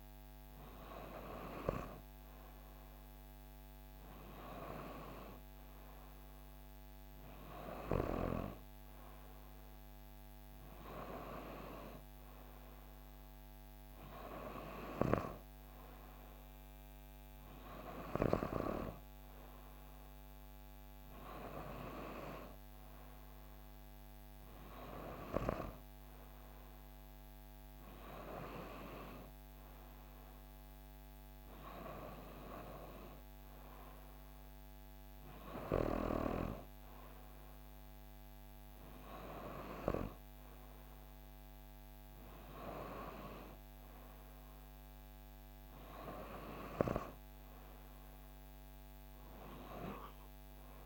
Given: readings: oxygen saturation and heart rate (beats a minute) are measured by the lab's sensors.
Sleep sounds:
breathing in sleep by a microphone on the trachea; none
none scored
From the record:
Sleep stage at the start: N3 (deep sleep); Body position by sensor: on the back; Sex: female

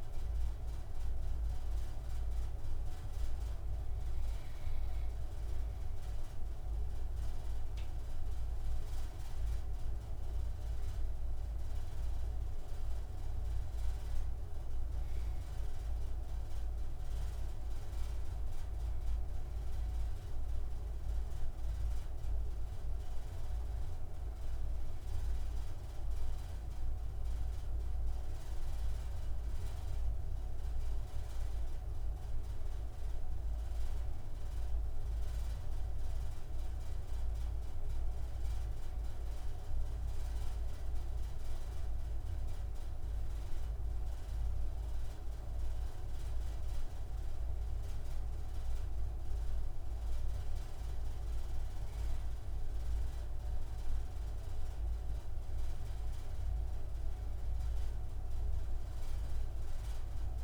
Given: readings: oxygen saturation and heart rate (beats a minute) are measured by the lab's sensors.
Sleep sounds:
breathing in sleep, hard to hear, by a room microphone; none
none scored
From the record:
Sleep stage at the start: N2 (light sleep); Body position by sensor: on the right side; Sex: male

